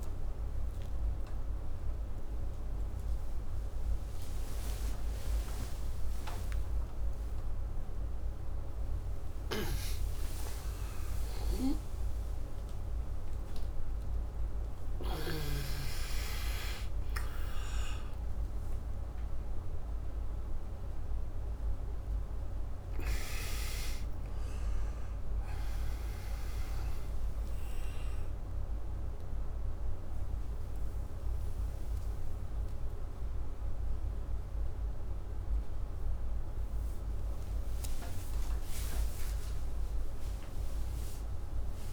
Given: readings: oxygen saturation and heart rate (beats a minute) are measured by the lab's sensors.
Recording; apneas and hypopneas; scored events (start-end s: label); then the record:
a person awake in a sleep study, by a room microphone; none
none scored
From the record:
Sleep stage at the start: awake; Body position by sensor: upright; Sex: male